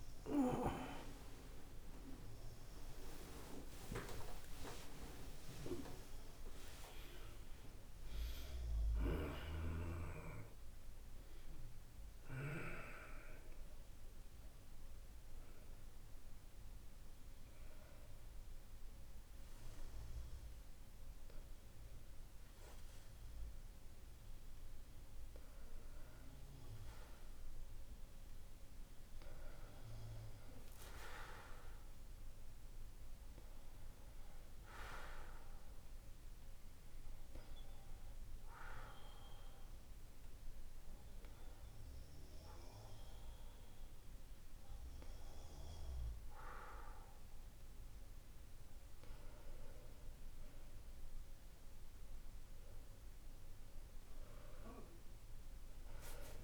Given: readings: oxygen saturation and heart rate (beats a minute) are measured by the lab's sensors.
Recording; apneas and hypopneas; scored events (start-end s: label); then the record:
breathing in sleep by a room microphone; 1
0.00-5.00 s: arousal
34.50-48.00 s: hypopnea (oxygen 98% before, 94% lowest, heart rate 53 before, 49 extreme, up 1 after)
52.00-56.43 s: arousal
From the record:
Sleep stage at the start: N2 (light sleep); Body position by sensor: on the back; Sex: male